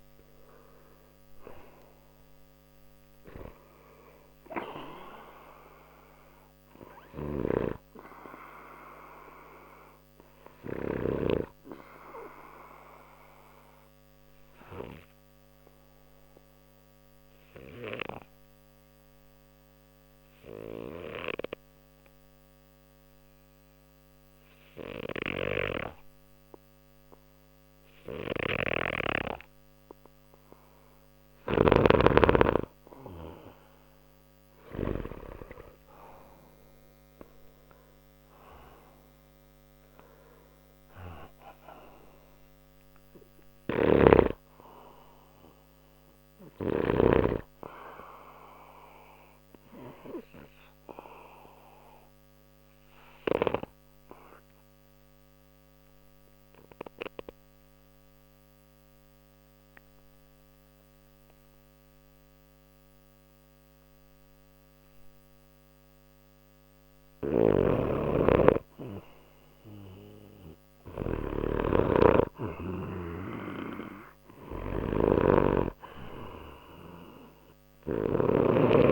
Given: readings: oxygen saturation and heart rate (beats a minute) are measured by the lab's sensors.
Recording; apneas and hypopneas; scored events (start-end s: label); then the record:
breathing in sleep by a microphone on the trachea; 2
0.00-1.00 s: arousal
6.50-10.50 s: snoring (device-marked)
10.00-31.00 s: obstructive apnea (oxygen 97% before, 91% lowest, heart rate 61 before, 59 extreme, up 2 after)
28.00-31.50 s: snoring (device-marked)
34.00-38.50 s: arousal
38.50-49.50 s: oxygen desaturation (device-marked, oxygen 97% before, 93% lowest, heart rate 60 before, 60 extreme)
43.00-46.50 s: snoring (device-marked)
50.50-67.50 s: obstructive apnea (oxygen 97% before, 90% lowest, heart rate 60 before, 60 extreme, up 0 after)
66.50-78.92 s: snoring (device-marked)
70.50-73.00 s: arousal
76.50-78.92 s: oxygen desaturation (device-marked, oxygen 96% before, 91% lowest, heart rate 60 before, 59 extreme)
From the record:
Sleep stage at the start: N2 (light sleep); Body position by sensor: on the left side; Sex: male